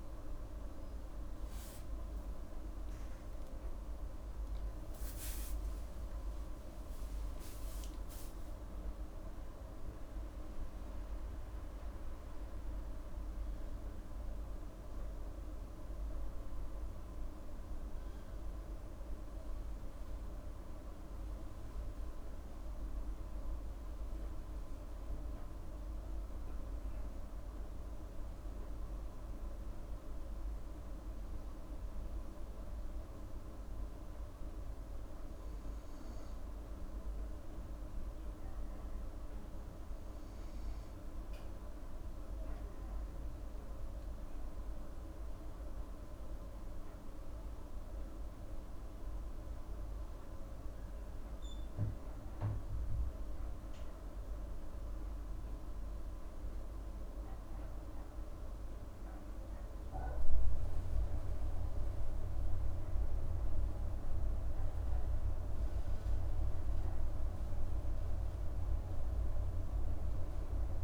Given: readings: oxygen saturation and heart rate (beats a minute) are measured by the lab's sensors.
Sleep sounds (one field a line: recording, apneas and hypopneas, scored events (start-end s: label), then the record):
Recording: a person partly awake in a sleep study, hard to hear, by a room microphone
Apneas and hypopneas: none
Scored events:
7.50-70.84 s: new sleep stage, N2 (light sleep)
From the record:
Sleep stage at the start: awake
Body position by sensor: on the right side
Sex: female